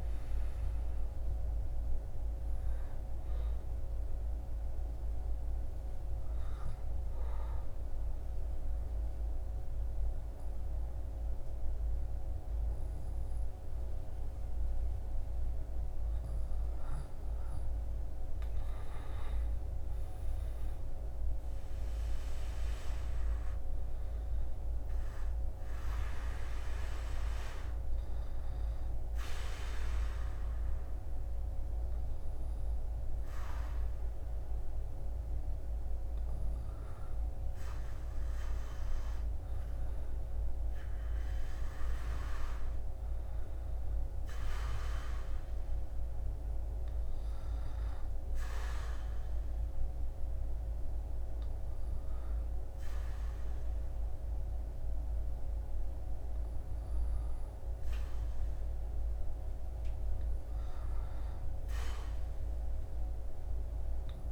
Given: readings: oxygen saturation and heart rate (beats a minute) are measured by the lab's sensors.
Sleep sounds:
breathing in sleep, hard to hear, by a room microphone; 1
0.00-25.00 s: oxygen desaturation (device-marked, oxygen 74% lowest, heart rate 70 extreme)
6.50-16.50 s: obstructive apnea (oxygen 95% before, 74% lowest, heart rate 86 before, 78 extreme, up 7 after)
25.00-32.00 s: arousal
45.00-64.32 s: new sleep stage, REM sleep
From the record:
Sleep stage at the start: N2 (light sleep); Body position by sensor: on the back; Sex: male

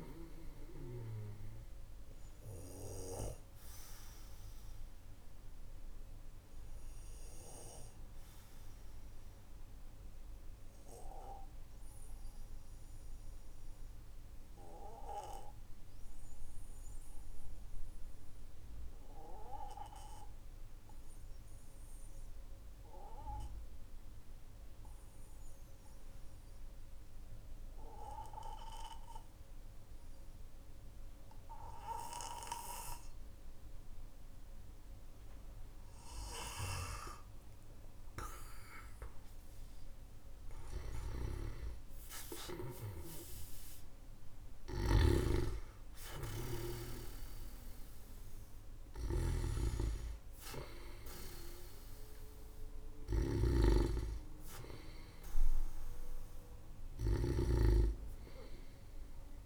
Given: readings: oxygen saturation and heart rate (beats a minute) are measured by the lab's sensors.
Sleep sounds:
breathing in sleep by a room microphone; 1
0.00-21.50 s: oxygen desaturation (device-marked, oxygen 93% lowest, heart rate 44 extreme)
2.00-39.00 s: obstructive apnea (oxygen 99% before, 93% lowest, heart rate 55 before, 44 extreme, up 7 after)
40.50-44.50 s: arousal
40.50-57.00 s: snoring (device-marked)
57.50-59.46 s: oxygen desaturation (device-marked, oxygen 97% before, 94% lowest, heart rate 54 before, 45 extreme)
From the record:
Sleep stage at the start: N2 (light sleep); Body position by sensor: on the back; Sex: male

